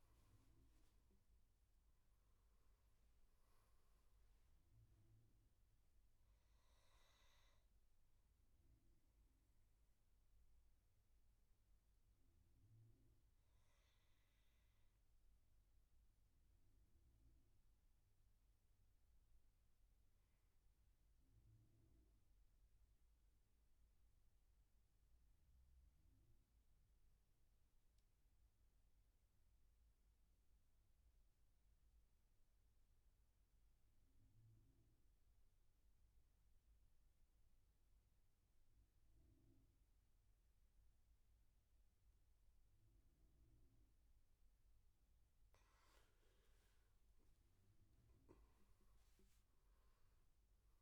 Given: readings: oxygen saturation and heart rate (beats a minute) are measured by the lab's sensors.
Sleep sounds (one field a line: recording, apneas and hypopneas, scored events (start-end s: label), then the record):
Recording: breathing in sleep, hard to hear, by a room microphone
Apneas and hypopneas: 1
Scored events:
0.00-17.00 s: oxygen desaturation (device-marked, oxygen 90% lowest, heart rate 58 extreme)
7.00-12.00 s: bradycardia (device-marked, heart rate 71 before, 58 extreme)
7.50-44.00 s: obstructive apnea (oxygen 98% before, 91% lowest, heart rate 76 before, 58 extreme, up 19 after)
36.00-50.82 s: oxygen desaturation (device-marked, oxygen 99% before, 92% lowest, heart rate 65 before, 58 extreme)
46.00-50.00 s: arousal
From the record:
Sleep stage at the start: N2 (light sleep)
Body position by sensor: on the back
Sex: male